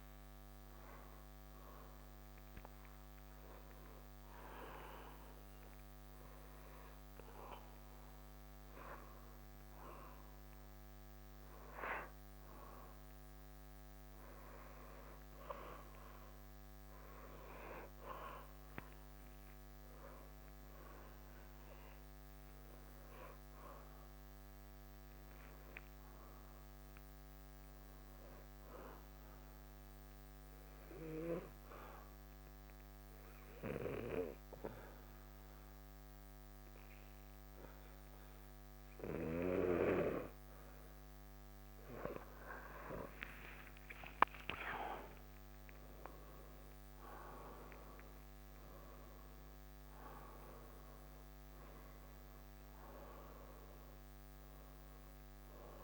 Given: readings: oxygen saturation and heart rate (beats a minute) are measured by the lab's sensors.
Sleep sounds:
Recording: breathing in sleep by a microphone on the trachea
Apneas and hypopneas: 2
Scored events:
0.00-13.50 s: oxygen desaturation (device-marked, oxygen 90% lowest, heart rate 66 extreme)
1.50-12.00 s: obstructive apnea (oxygen 95% before, 87% lowest, heart rate 72 before, 66 extreme, up 1 after)
14.00-18.50 s: arousal
30.00-42.00 s: obstructive apnea (oxygen 96% before, 87% lowest, heart rate 68 before, 65 extreme)
43.00-48.00 s: arousal
48.50-55.84 s: oxygen desaturation (device-marked, oxygen 93% before, 87% lowest, heart rate 80 before, 65 extreme)
From the record:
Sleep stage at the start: N2 (light sleep)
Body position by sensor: on the back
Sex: male

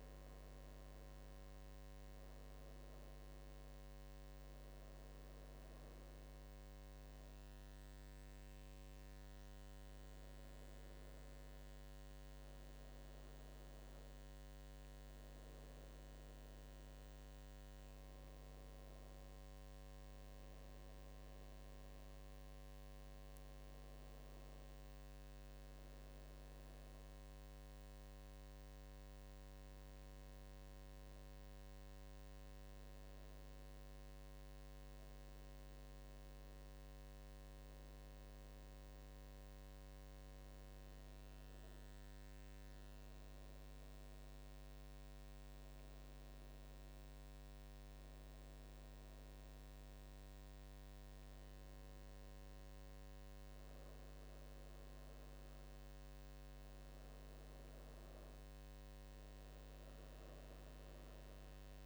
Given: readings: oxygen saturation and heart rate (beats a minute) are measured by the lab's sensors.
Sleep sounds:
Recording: breathing in sleep, hard to hear, by a microphone on the trachea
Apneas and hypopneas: none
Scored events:
0.00-3.50 s: drop in pulse transit time (device-marked, heart rate 83 extreme)
45.50-61.86 s: new sleep stage, N2 (light sleep)
From the record:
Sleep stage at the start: N1 (lightest sleep)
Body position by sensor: on the right side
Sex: female

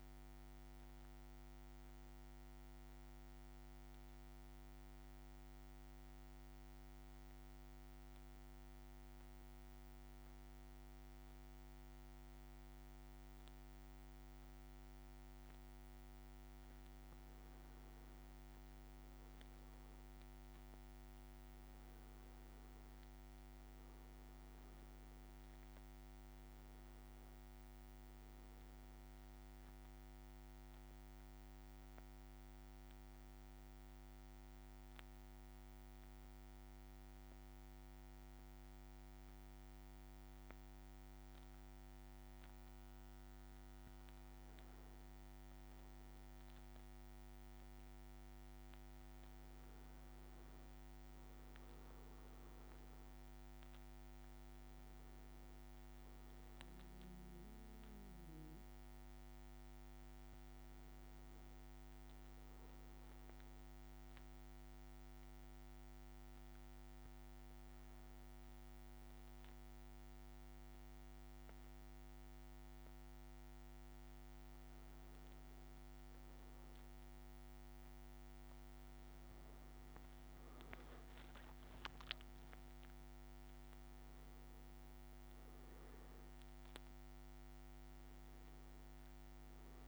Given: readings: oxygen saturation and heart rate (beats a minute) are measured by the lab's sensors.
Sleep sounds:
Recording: breathing in sleep, hard to hear, by a microphone on the trachea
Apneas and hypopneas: 3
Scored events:
0.00-15.50 s: oxygen desaturation (device-marked, oxygen 96% lowest, heart rate 56 extreme)
0.50-17.00 s: central apnea (oxygen 99% before, 96% lowest, heart rate 59 before, 56 extreme, up 3 after)
21.00-26.00 s: arousal
33.50-44.00 s: central apnea (oxygen 99% before, 96% lowest, heart rate 59 before, 56 extreme, up 3 after)
48.00-53.00 s: arousal
63.50-76.00 s: hypopnea (oxygen 99% before, 96% lowest, heart rate 58 before, 56 extreme, up 4 after)
72.50-89.88 s: new sleep stage, N1 (lightest sleep)
77.00-80.00 s: arousal
From the record:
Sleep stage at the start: N2 (light sleep)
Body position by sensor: on the back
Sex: male

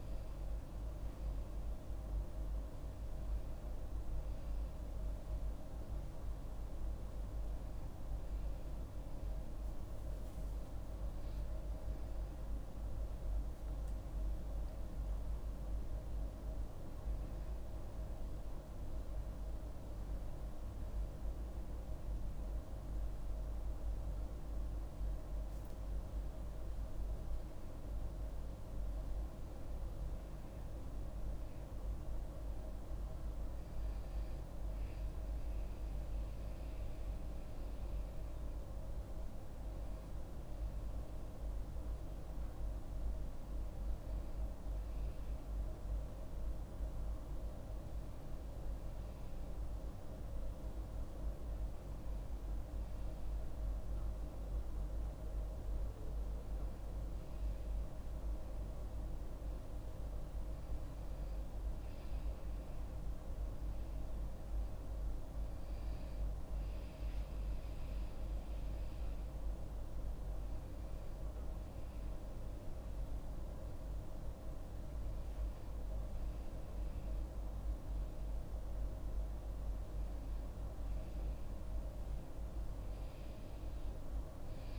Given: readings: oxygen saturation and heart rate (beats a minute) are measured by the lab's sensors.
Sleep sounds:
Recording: breathing in sleep, hard to hear, by a room microphone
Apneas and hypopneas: none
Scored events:
12.00-16.00 s: arousal
From the record:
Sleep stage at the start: N2 (light sleep)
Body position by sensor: on the back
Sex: female

